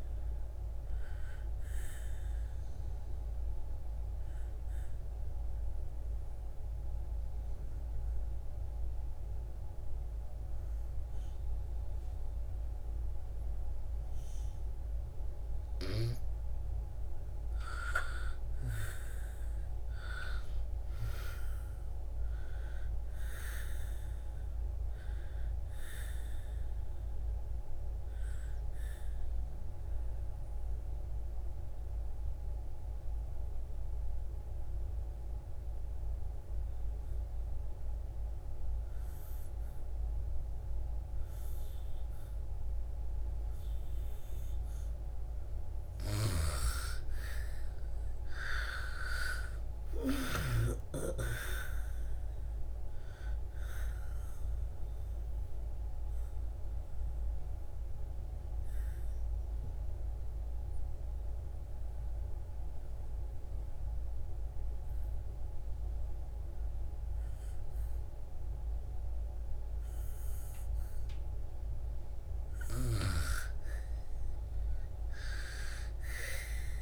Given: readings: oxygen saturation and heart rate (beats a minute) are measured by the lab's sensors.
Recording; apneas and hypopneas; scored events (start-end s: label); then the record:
breathing in sleep by a room microphone; 3
0.00-12.00 s: oxygen desaturation (device-marked, oxygen 88% lowest, heart rate 60 extreme)
2.00-15.50 s: obstructive apnea (oxygen 96% before, 87% lowest, heart rate 66 before, 60 extreme, up 7 after)
16.00-19.50 s: arousal
19.00-39.00 s: oxygen desaturation (device-marked, oxygen 96% before, 87% lowest, heart rate 64 before, 60 extreme)
26.50-45.00 s: obstructive apnea (oxygen 96% before, 87% lowest, heart rate 64 before, 57 extreme, up 29 after)
41.00-73.00 s: oxygen desaturation (device-marked, oxygen 97% before, 87% lowest, heart rate 65 before, 57 extreme)
46.50-50.50 s: arousal
54.50-72.00 s: obstructive apnea (oxygen 97% before, 84% lowest, heart rate 69 before, 57 extreme, up 12 after)
74.00-76.82 s: arousal
From the record:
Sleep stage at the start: N2 (light sleep); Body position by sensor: on the back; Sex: female